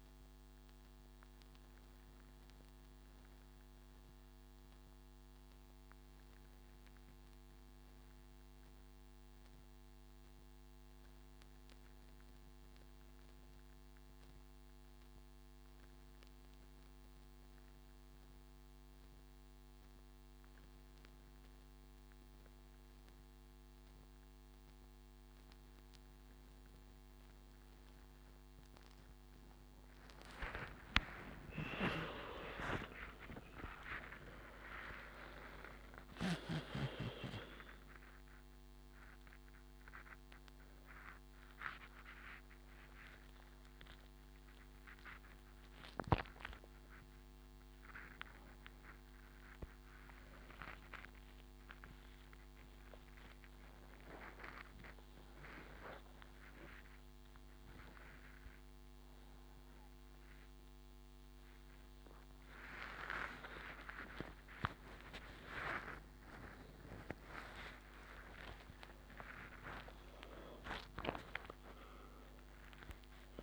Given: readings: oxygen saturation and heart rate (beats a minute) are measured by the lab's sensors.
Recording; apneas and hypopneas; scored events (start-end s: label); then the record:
a person partly awake in a sleep study, by a microphone on the trachea; none
37.00-67.00 s: new sleep stage, awake
67.00-73.43 s: new sleep stage, N1 (lightest sleep)
From the record:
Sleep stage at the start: N3 (deep sleep); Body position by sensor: on the right side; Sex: male